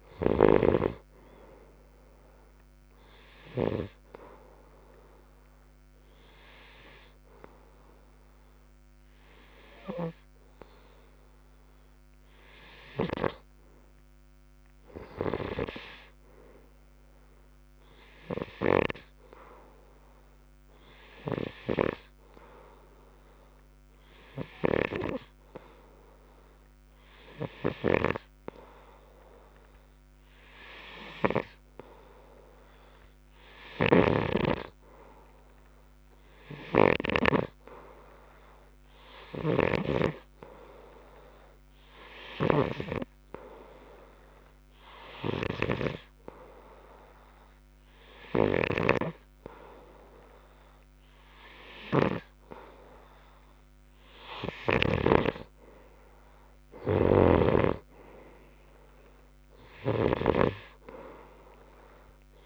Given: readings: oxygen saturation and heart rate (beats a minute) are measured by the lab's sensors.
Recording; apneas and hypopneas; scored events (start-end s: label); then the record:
breathing in sleep by a microphone on the trachea; 1
5.50-53.50 s: hypopnea (oxygen 94% before, 91% lowest)
28.00-55.50 s: snoring (device-marked)
40.00-55.00 s: oxygen desaturation (device-marked, oxygen 97% before, 93% lowest)
56.00-60.50 s: arousal
57.50-62.46 s: snoring (device-marked)
From the record:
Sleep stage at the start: N2 (light sleep); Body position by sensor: on the right side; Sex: male